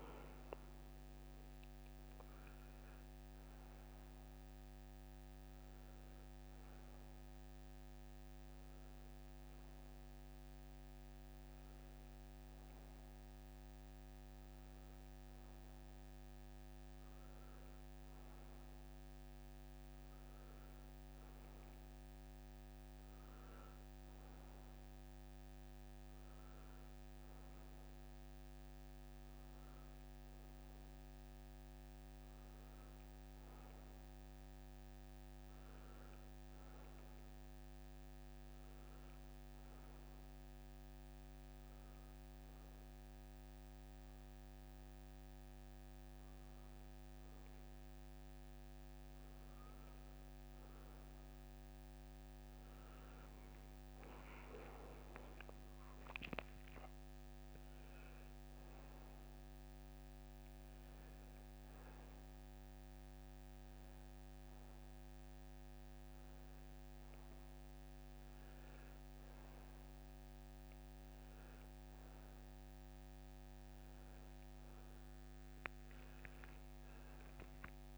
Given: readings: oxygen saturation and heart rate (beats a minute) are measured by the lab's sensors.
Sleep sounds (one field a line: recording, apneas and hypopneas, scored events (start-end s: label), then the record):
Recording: breathing in sleep, hard to hear, by a microphone on the trachea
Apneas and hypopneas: none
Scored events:
71.50-77.98 s: new sleep stage, awake
From the record:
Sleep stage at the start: N1 (lightest sleep)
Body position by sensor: on the right side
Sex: male